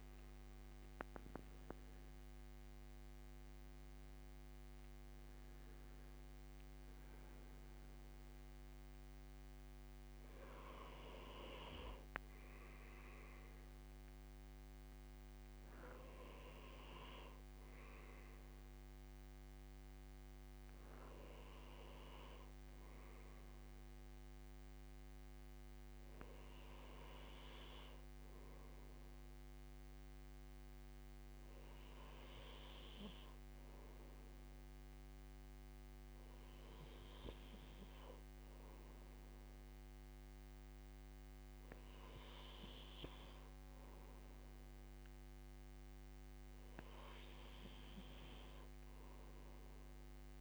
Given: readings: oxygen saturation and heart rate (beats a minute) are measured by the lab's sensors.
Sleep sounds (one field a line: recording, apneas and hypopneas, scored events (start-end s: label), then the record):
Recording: breathing in sleep by a microphone on the trachea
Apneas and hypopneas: none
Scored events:
0.00-1.50 s: arousal
From the record:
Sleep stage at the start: N2 (light sleep)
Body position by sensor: on the right side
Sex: male